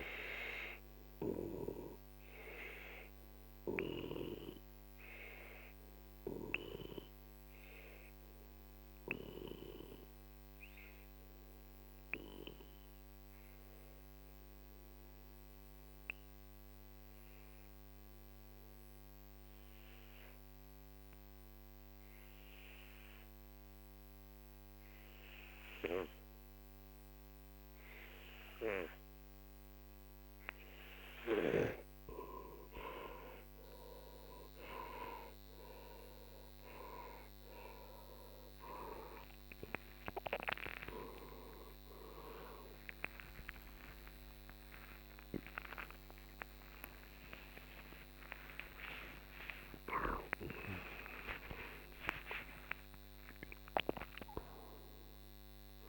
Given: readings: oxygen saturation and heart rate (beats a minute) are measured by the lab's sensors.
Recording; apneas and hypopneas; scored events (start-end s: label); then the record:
a person partly awake in a sleep study, by a microphone on the trachea; 1
0.50-13.50 s: oxygen desaturation (device-marked, oxygen 96% before, 92% lowest, heart rate 53 before, 42 extreme)
1.50-31.50 s: obstructive apnea (oxygen 98% before, 89% lowest, heart rate 53 before, 42 extreme, up 18 after)
27.50-55.89 s: oxygen desaturation (device-marked, oxygen 98% before, 89% lowest, heart rate 47 before, 49 extreme)
30.50-55.89 s: new sleep stage, awake
From the record:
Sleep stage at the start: N2 (light sleep); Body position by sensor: on the back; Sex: male